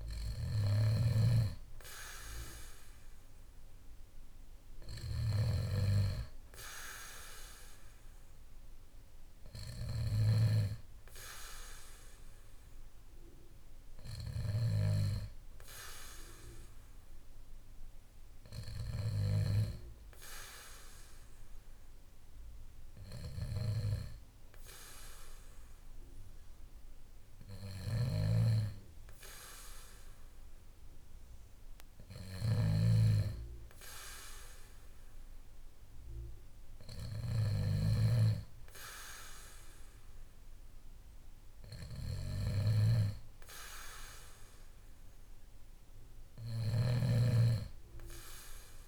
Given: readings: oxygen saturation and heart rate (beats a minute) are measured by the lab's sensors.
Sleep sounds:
breathing in sleep by a room microphone; none
0.00-14.50 s: snoring (device-marked)
27.50-46.50 s: snoring (device-marked)
From the record:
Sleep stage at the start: N2 (light sleep); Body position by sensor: on the back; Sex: male

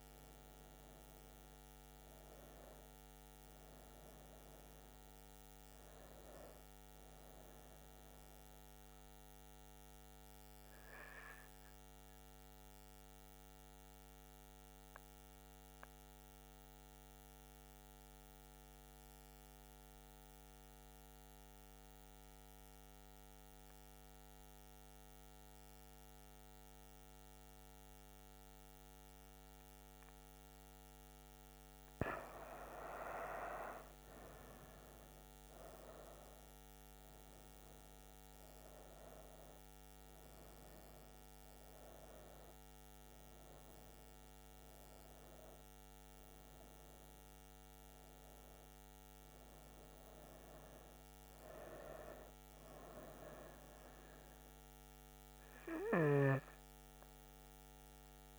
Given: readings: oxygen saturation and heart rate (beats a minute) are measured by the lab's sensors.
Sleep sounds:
breathing in sleep by a microphone on the trachea; 1
0.00-8.50 s: oxygen desaturation (device-marked, oxygen 94% lowest, heart rate 66 extreme)
12.00-31.00 s: central apnea (oxygen 98% before, 93% lowest, heart rate 77 before, 66 extreme, up 10 after)
32.50-54.50 s: oxygen desaturation (device-marked, oxygen 97% before, 93% lowest, heart rate 67 before, 67 extreme)
33.00-37.50 s: arousal
From the record:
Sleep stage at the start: N2 (light sleep); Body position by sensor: on the back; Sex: female

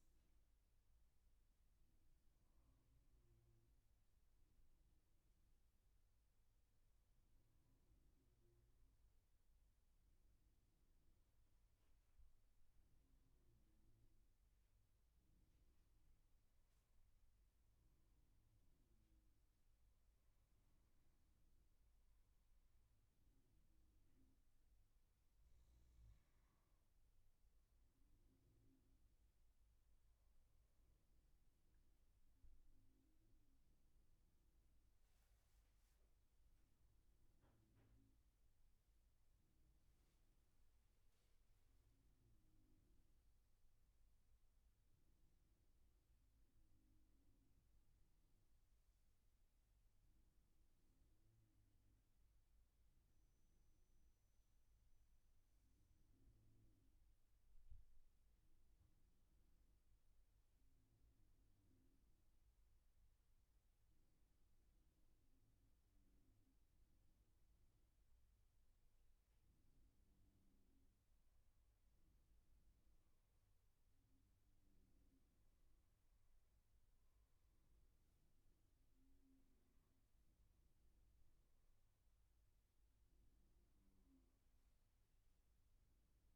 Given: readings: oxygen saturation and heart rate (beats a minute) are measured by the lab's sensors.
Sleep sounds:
breathing in sleep, hard to hear, by a room microphone; none
41.50-45.50 s: arousal
79.50-83.50 s: arousal
From the record:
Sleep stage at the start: N2 (light sleep); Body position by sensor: on the back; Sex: male

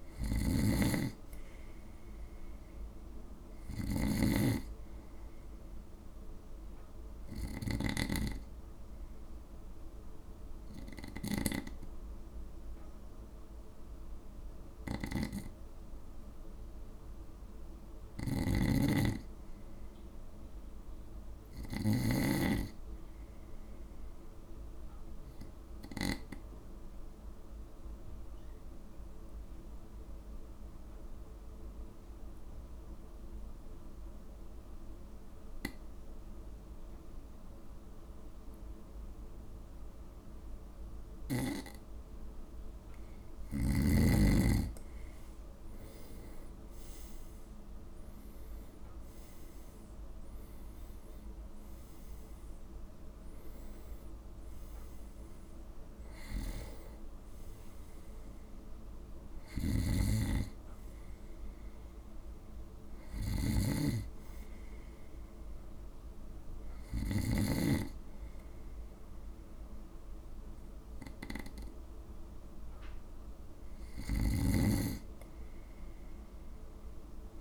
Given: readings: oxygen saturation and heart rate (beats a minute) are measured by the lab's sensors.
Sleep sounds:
breathing in sleep by a room microphone; 1
0.00-22.00 s: snoring (device-marked)
19.50-23.50 s: arousal
25.50-42.00 s: obstructive apnea (oxygen 96% before, 90% lowest, heart rate 53 before, 54 extreme, up 11 after)
37.00-48.00 s: oxygen desaturation (device-marked, oxygen 97% before, 93% lowest, heart rate 54 before, 53 extreme)
46.50-50.50 s: arousal
59.50-67.50 s: snoring (device-marked)
69.00-77.41 s: oxygen desaturation (device-marked, oxygen 93% before, 90% lowest, heart rate 60 before, 54 extreme)
74.00-77.41 s: snoring (device-marked)
From the record:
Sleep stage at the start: N2 (light sleep); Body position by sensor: on the right side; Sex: male

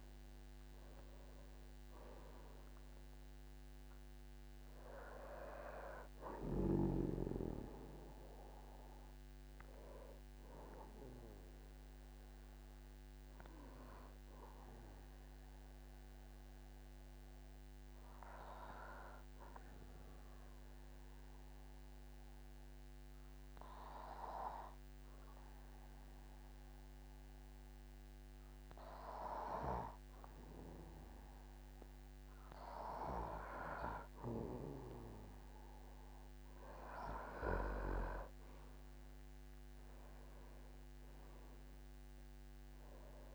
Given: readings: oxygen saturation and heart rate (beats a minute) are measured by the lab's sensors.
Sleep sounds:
breathing in sleep by a microphone on the trachea; 1
1.50-20.50 s: oxygen desaturation (device-marked, oxygen 98% before, 93% lowest, heart rate 54 before, 48 extreme)
14.00-32.00 s: obstructive apnea (oxygen 98% before, 93% lowest, heart rate 59 before, 48 extreme, up 12 after)
35.50-43.34 s: oxygen desaturation (device-marked, oxygen 98% before, 93% lowest, heart rate 50 before, 47 extreme)
40.00-43.34 s: arousal
From the record:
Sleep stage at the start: N2 (light sleep); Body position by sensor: on the back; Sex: male

